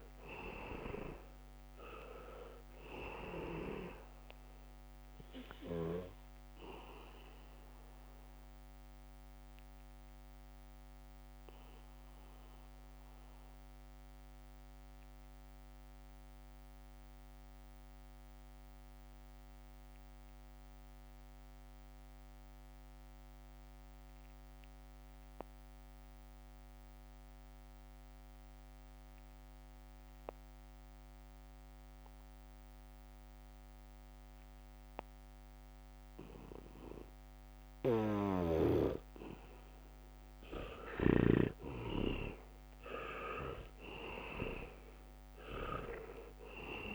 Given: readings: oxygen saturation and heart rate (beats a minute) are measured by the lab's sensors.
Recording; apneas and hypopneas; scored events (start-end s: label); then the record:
breathing in sleep by a microphone on the trachea; 1
0.00-2.00 s: arousal
0.00-4.00 s: leg movement (device-marked)
0.00-24.00 s: oxygen desaturation (device-marked, oxygen 76% lowest, heart rate 63 extreme)
4.50-7.00 s: leg movement (device-marked)
8.50-42.00 s: mixed apnea (oxygen 99% before, 76% lowest, heart rate 68 before, 63 extreme, up 9 after)
30.00-46.95 s: oxygen desaturation (device-marked, oxygen 99% before, 77% lowest, heart rate 72 before, 63 extreme)
38.00-46.95 s: leg movement (device-marked)
43.50-46.95 s: arousal
From the record:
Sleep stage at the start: N2 (light sleep); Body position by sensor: on the back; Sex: male